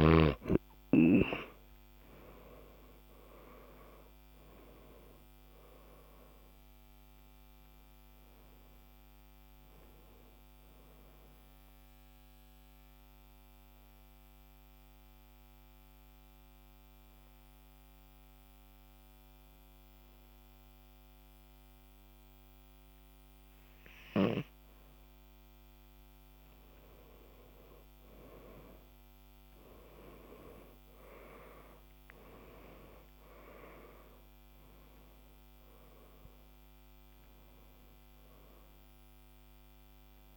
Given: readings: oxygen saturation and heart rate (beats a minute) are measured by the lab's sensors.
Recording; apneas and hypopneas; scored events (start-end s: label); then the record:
breathing in sleep by a microphone on the trachea; 1
2.00-7.00 s: arousal
12.00-26.50 s: obstructive apnea (oxygen 97% before, 93% lowest, heart rate 65 before, 55 extreme, up 45 after)
29.00-34.50 s: arousal
From the record:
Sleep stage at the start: N2 (light sleep); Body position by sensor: on the back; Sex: male